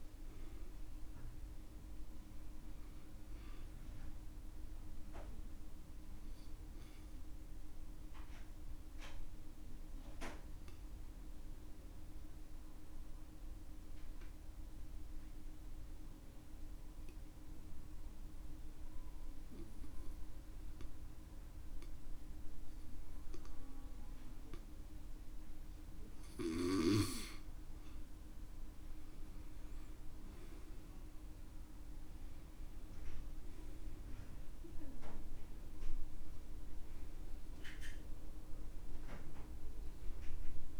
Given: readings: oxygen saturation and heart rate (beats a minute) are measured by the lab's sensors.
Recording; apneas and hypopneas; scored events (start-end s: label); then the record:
breathing in sleep by a room microphone; 1
5.00-27.00 s: obstructive apnea (oxygen 96% before, 91% lowest, heart rate 65 before, 60 extreme, up 10 after)
12.00-26.00 s: oxygen desaturation (device-marked, oxygen 95% before, 91% lowest, heart rate 65 before, 60 extreme)
30.00-35.00 s: arousal
From the record:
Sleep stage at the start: N2 (light sleep); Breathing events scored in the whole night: 164 in 3.0 hours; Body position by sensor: on the back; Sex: male